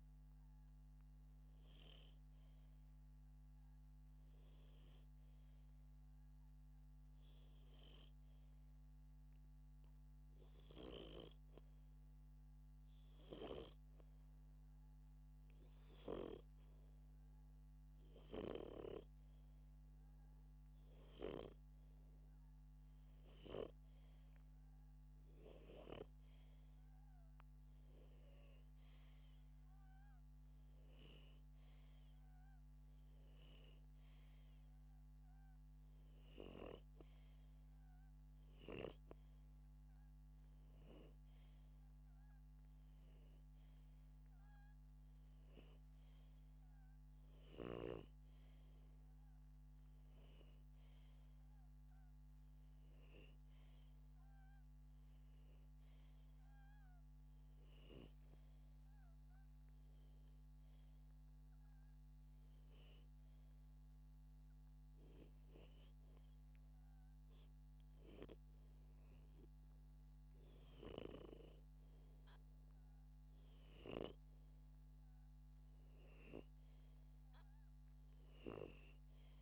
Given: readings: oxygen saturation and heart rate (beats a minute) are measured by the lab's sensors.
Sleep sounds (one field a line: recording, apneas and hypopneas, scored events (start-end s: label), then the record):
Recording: breathing in sleep by a microphone on the trachea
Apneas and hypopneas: none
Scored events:
none scored
From the record:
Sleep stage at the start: N2 (light sleep)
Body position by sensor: upright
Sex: male